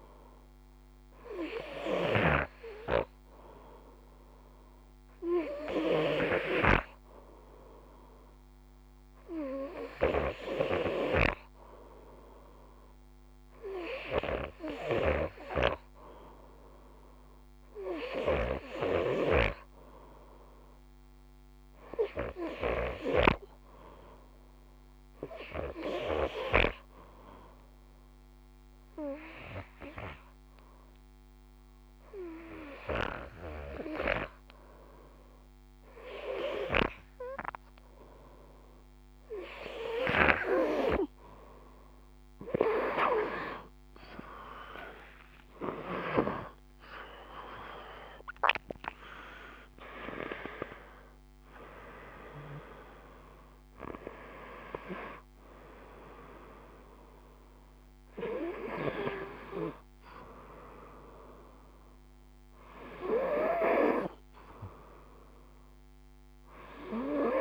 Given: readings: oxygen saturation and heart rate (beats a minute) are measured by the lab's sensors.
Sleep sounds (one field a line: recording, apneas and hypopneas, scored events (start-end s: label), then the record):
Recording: breathing in sleep by a microphone on the trachea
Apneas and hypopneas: 1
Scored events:
27.00-38.00 s: hypopnea (oxygen 95% before, 93% lowest, heart rate 53 before, 53 extreme, up 7 after)
40.00-43.50 s: arousal
From the record:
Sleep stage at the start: N2 (light sleep)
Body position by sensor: on the right side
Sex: male